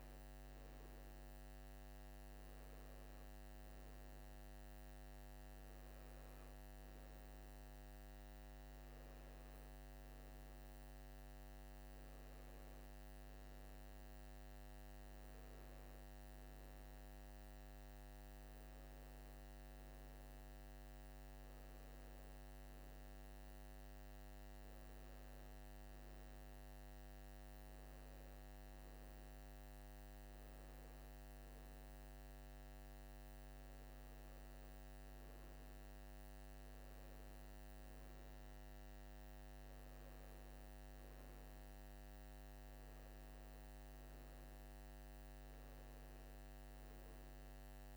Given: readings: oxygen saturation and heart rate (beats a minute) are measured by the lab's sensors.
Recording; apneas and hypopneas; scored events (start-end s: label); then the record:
breathing in sleep, hard to hear, by a microphone on the trachea; none
none scored
From the record:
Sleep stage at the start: N2 (light sleep); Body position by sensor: on the right side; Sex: male